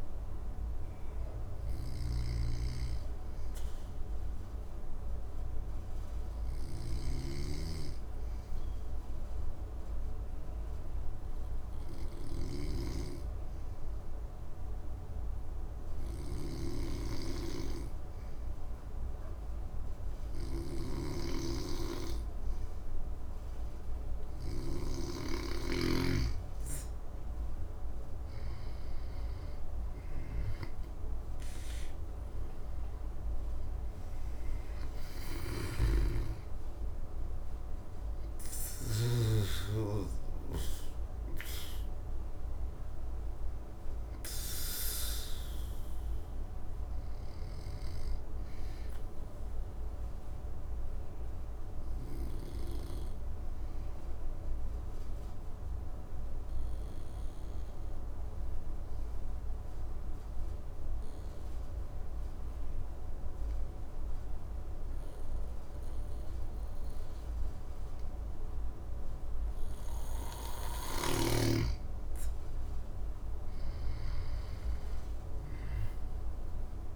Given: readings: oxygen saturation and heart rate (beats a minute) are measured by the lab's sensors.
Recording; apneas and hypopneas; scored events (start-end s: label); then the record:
breathing in sleep by a room microphone; 2
0.00-4.50 s: oxygen desaturation (device-marked, oxygen 92% lowest, heart rate 59 extreme)
1.00-26.50 s: obstructive apnea (oxygen 98% before, 94% lowest, heart rate 69 before, 59 extreme, up 10 after)
1.50-7.00 s: snoring (device-marked)
20.50-25.50 s: snoring (device-marked)
28.50-31.50 s: arousal
28.50-54.50 s: oxygen desaturation (device-marked, oxygen 98% before, 95% lowest, heart rate 61 before, 58 extreme)
35.00-39.00 s: snoring (device-marked)
47.50-70.50 s: obstructive apnea (oxygen 99% before, 93% lowest, heart rate 68 before, 58 extreme, up 9 after)
68.50-76.95 s: oxygen desaturation (device-marked, oxygen 100% before, 93% lowest, heart rate 61 before, 59 extreme)
72.50-76.95 s: arousal
From the record:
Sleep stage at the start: N2 (light sleep); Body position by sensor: on the back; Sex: male